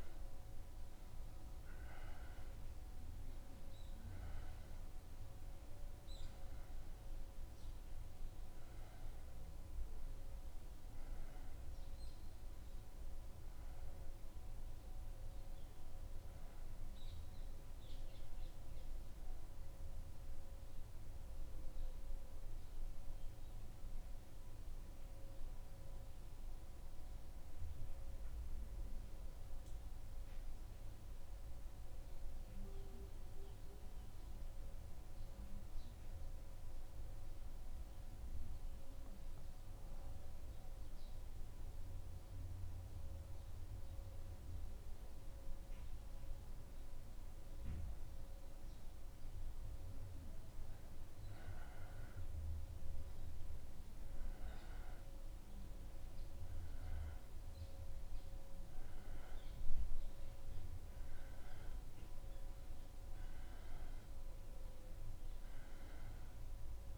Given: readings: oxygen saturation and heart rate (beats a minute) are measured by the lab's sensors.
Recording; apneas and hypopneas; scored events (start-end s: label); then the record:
breathing in sleep, hard to hear, by a room microphone; 1
21.00-48.50 s: mixed apnea (oxygen 99% before, 92% lowest, heart rate 77 before, 74 extreme, up 1 after)
44.00-66.98 s: oxygen desaturation (device-marked, oxygen 99% before, 92% lowest, heart rate 76 before, 75 extreme)
50.50-55.00 s: arousal
From the record:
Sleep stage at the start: N1 (lightest sleep); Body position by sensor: on the back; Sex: male